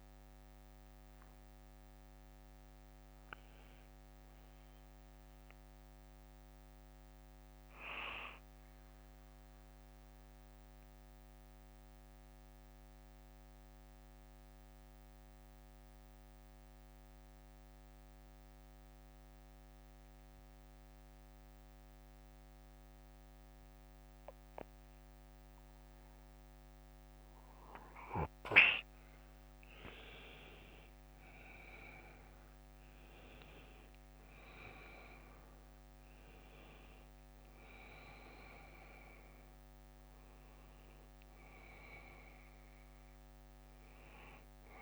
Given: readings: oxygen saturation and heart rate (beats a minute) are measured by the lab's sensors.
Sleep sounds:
breathing in sleep by a microphone on the trachea; 1
0.00-5.50 s: bradycardia (device-marked, heart rate 50 extreme)
1.50-16.50 s: oxygen desaturation (device-marked, oxygen 95% before, 89% lowest, heart rate 61 before, 52 extreme)
7.50-26.50 s: bradycardia (device-marked, heart rate 59 before, 52 extreme)
8.00-27.50 s: mixed apnea (oxygen 97% before, 89% lowest, heart rate 58 before, 52 extreme, up 13 after)
30.50-35.00 s: arousal
34.50-44.82 s: oxygen desaturation (device-marked, oxygen 98% before, 93% lowest, heart rate 59 before, 48 extreme)
43.50-44.82 s: bradycardia (device-marked, heart rate 59 before, 48 extreme)
From the record:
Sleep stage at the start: N2 (light sleep); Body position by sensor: on the back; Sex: male

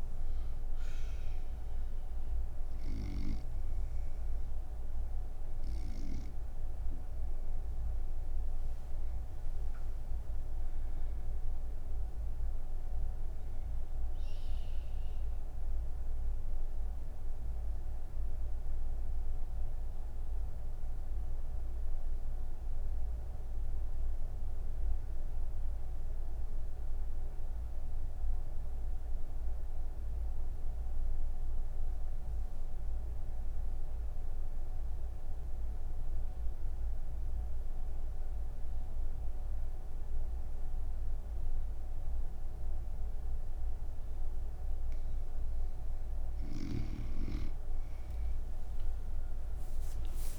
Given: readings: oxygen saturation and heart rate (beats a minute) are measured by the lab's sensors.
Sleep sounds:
breathing in sleep, hard to hear, by a room microphone; none
0.00-19.00 s: oxygen desaturation (device-marked, oxygen 87% lowest)
43.00-50.39 s: oxygen desaturation (device-marked, oxygen 98% before, 92% lowest)
From the record:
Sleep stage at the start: N2 (light sleep); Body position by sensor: on the right side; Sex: female

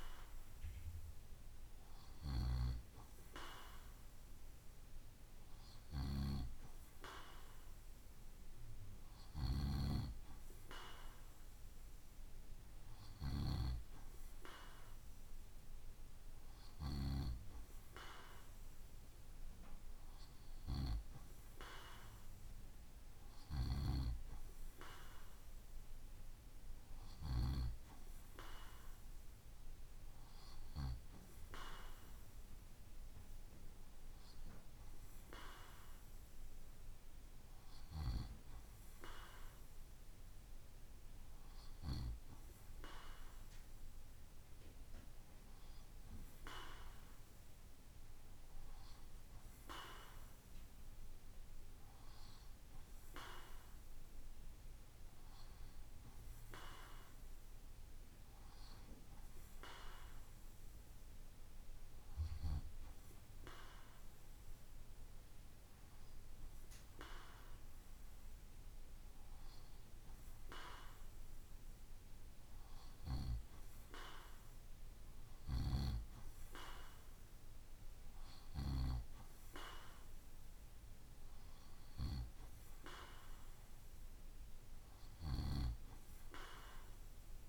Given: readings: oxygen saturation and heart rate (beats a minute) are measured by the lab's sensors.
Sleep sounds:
breathing in sleep by a room microphone; none
none scored
From the record:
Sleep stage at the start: N2 (light sleep); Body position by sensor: on the right side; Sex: male

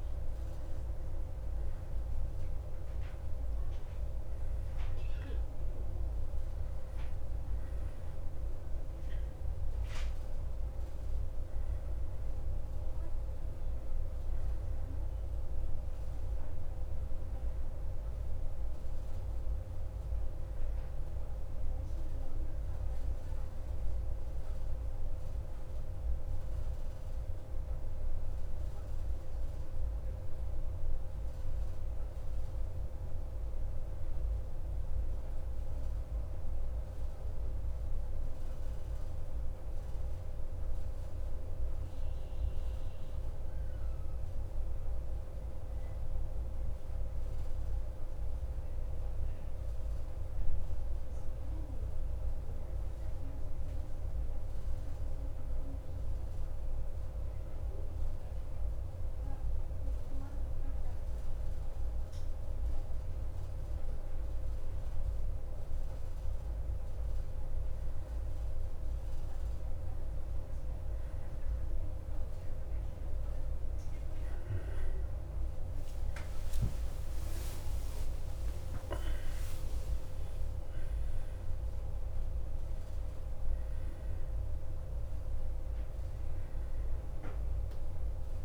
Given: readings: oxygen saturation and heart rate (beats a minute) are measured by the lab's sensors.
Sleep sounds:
breathing in sleep, hard to hear, by a room microphone; 1
0.00-3.00 s: arousal
22.00-48.00 s: oxygen desaturation (device-marked, oxygen 92% before, 88% lowest, heart rate 56 before, 52 extreme)
42.50-61.50 s: central apnea (oxygen 92% before, 89% lowest, heart rate 56 before, 52 extreme, up 4 after)
68.00-88.45 s: oxygen desaturation (device-marked, oxygen 95% before, 90% lowest, heart rate 53 before, 55 extreme)
75.00-79.00 s: tachycardia (device-marked, heart rate 55 before, 102 extreme)
75.00-79.50 s: arousal
From the record:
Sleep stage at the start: N2 (light sleep); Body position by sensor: on the back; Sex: male

